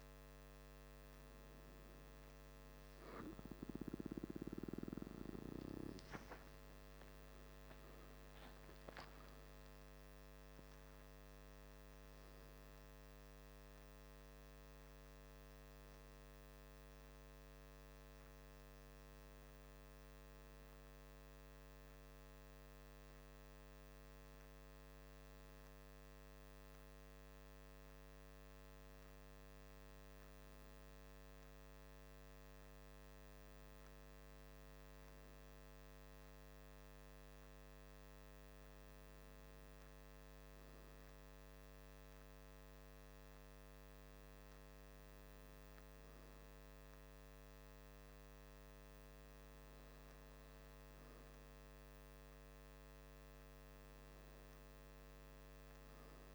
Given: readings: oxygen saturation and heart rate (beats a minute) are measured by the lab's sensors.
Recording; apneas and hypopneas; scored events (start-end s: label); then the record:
breathing in sleep by a microphone on the trachea; none
none scored
From the record:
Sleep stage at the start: N2 (light sleep); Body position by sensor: on the back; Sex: male